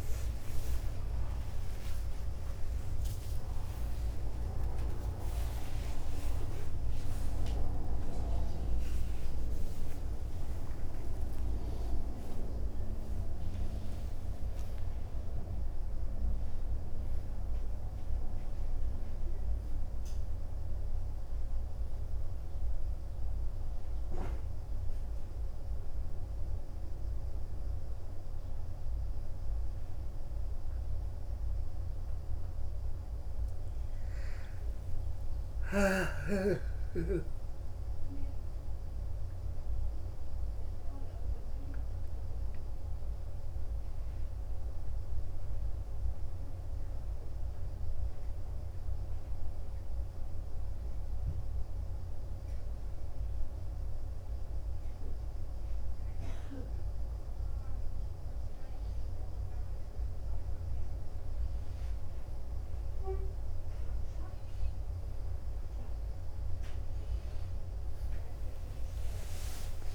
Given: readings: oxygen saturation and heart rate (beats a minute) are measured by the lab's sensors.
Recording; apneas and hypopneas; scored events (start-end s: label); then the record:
a person partly awake in a sleep study, by a room microphone; 1
5.00-69.95 s: new sleep stage, N2 (light sleep)
8.00-20.00 s: oxygen desaturation (device-marked, oxygen 92% before, 88% lowest, heart rate 143 before, 57 extreme)
35.50-40.00 s: arousal
46.50-58.50 s: mixed apnea (oxygen 92% before, 88% lowest, heart rate 68 before, 48 extreme, up 8 after)
61.00-64.50 s: arousal
From the record:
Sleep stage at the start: awake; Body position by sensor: on the back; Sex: male